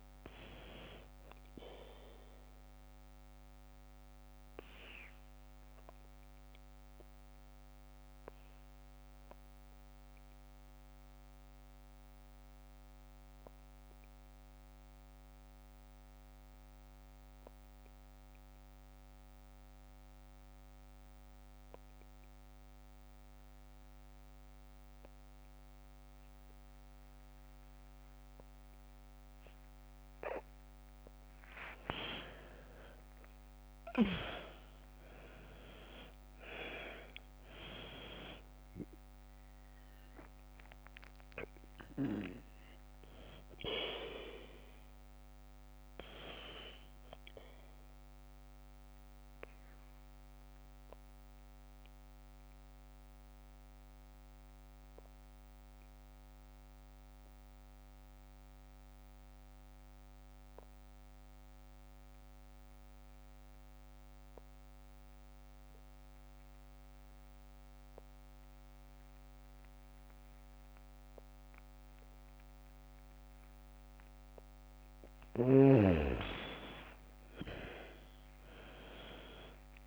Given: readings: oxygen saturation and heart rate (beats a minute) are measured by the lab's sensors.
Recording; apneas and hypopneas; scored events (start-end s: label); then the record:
breathing in sleep by a microphone on the trachea; 2
0.00-15.50 s: oxygen desaturation (device-marked, oxygen 88% lowest, heart rate 49 extreme)
5.00-30.00 s: obstructive apnea (oxygen 100% before, 88% lowest, heart rate 58 before, 49 extreme, up 6 after)
32.00-37.00 s: arousal
32.50-60.50 s: oxygen desaturation (device-marked, oxygen 99% before, 89% lowest, heart rate 53 before, 48 extreme)
47.50-73.00 s: obstructive apnea (oxygen 100% before, 89% lowest, heart rate 58 before, 47 extreme, up 9 after)
75.50-79.87 s: arousal
75.50-79.87 s: oxygen desaturation (device-marked, oxygen 99% before, 89% lowest, heart rate 51 before, 47 extreme)
From the record:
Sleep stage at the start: N2 (light sleep); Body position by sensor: on the back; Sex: female